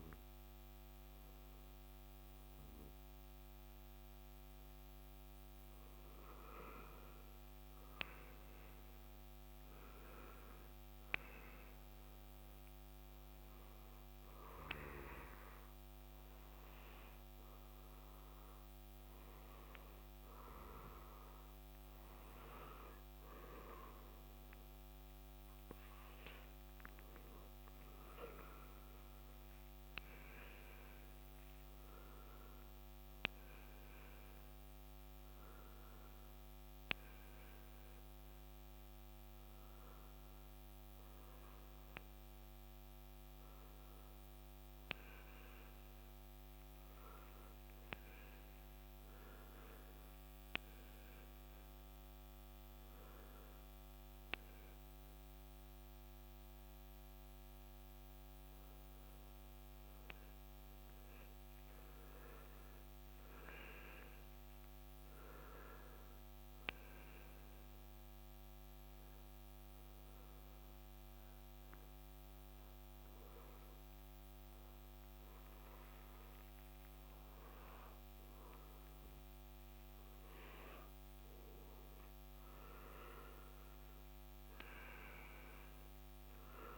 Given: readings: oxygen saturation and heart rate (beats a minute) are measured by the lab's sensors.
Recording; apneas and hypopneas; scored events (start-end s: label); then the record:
breathing in sleep by a microphone on the trachea; 2
17.00-27.00 s: hypopnea (oxygen 96% before, 94% lowest, heart rate 67 before, 64 extreme, up 5 after)
30.50-35.50 s: arousal
58.50-63.50 s: arousal
67.50-78.50 s: hypopnea (oxygen 96% before, 93% lowest, heart rate 68 before, 63 extreme, up 1 after)
81.50-86.00 s: arousal
From the record:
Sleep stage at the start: N2 (light sleep); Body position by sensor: on the back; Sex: male